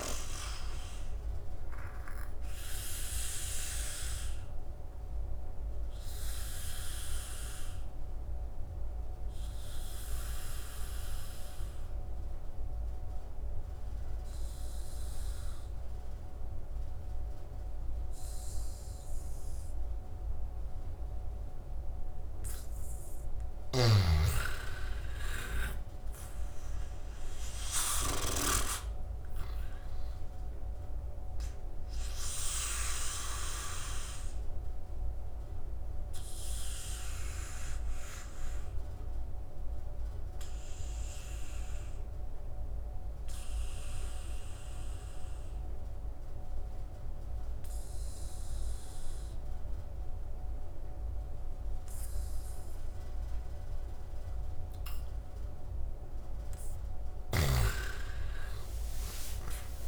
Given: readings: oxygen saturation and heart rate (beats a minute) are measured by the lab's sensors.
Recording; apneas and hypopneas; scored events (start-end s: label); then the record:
breathing in sleep by a room microphone; 2
0.00-20.00 s: oxygen desaturation (device-marked, oxygen 86% lowest, heart rate 69 extreme)
0.50-23.00 s: obstructive apnea (oxygen 98% before, 86% lowest, heart rate 75 before, 68 extreme, up 13 after)
23.00-28.00 s: snoring (device-marked)
24.00-28.00 s: arousal
30.00-54.00 s: oxygen desaturation (device-marked, oxygen 99% before, 86% lowest, heart rate 73 before, 68 extreme)
32.50-55.00 s: obstructive apnea (oxygen 99% before, 86% lowest, heart rate 74 before, 68 extreme, up 12 after)
57.00-59.88 s: arousal
From the record:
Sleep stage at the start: N2 (light sleep); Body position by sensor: on the back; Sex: male